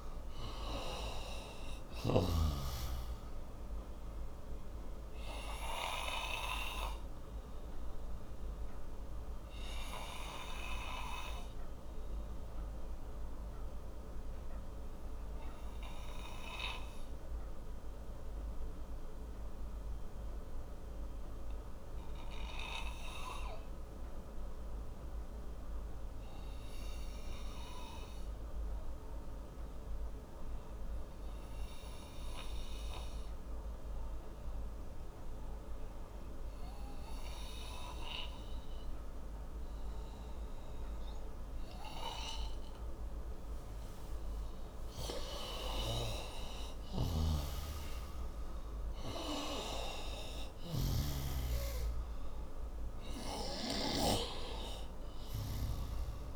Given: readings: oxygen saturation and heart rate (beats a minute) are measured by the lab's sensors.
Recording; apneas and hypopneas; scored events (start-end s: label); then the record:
breathing in sleep by a room microphone; 1
0.00-2.50 s: snoring (device-marked)
0.00-27.50 s: oxygen desaturation (device-marked, oxygen 88% lowest)
5.00-43.00 s: obstructive apnea (oxygen 97% before, 88% lowest)
43.50-56.36 s: oxygen desaturation (device-marked, oxygen 97% before, 90% lowest)
46.00-49.50 s: arousal
47.00-54.00 s: snoring (device-marked)
From the record:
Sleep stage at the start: N2 (light sleep); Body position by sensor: on the right side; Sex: male